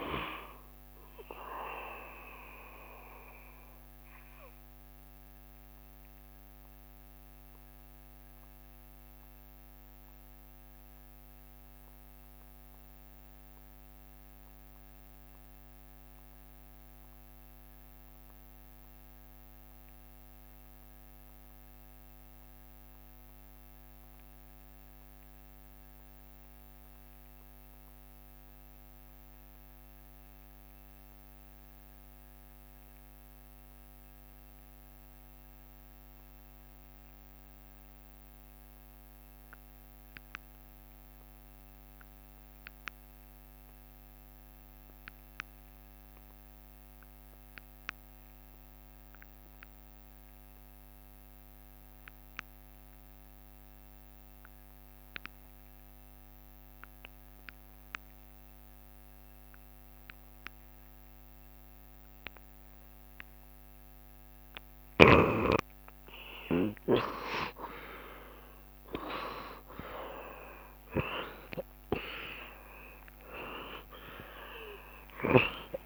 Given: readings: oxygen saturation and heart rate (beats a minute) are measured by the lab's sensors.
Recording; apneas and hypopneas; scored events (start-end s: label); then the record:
breathing in sleep by a microphone on the trachea; 1
0.00-28.00 s: oxygen desaturation (device-marked, oxygen 74% lowest, heart rate 68 extreme)
5.00-64.50 s: obstructive apnea (oxygen 84% before, 71% lowest, heart rate 73 before, 68 extreme, up 3 after)
68.00-72.50 s: arousal
73.00-75.00 s: long interval between heartbeats (device-marked, heart rate 73 before, 85 extreme)
74.00-75.86 s: tachycardia (device-marked, heart rate 71 before, 90 extreme)
From the record:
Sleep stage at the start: N2 (light sleep); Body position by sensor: on the back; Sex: male